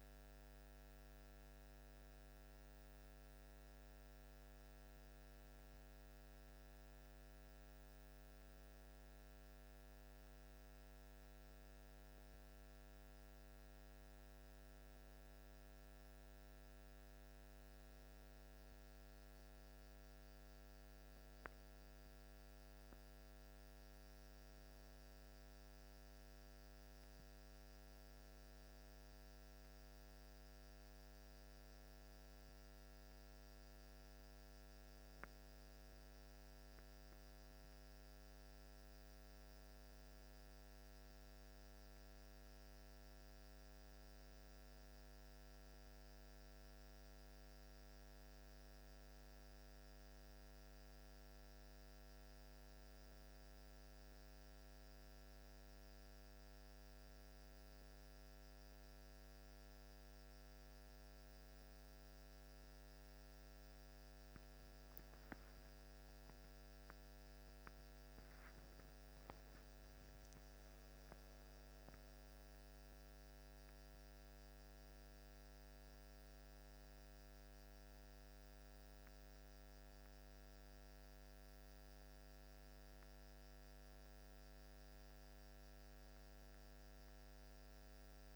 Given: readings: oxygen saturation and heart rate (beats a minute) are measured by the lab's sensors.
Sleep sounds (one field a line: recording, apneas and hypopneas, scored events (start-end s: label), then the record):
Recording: a person partly awake in a sleep study, hard to hear, by a microphone on the trachea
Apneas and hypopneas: none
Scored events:
30.00-88.36 s: new sleep stage, N1 (lightest sleep)
From the record:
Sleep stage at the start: awake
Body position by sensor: on the back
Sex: male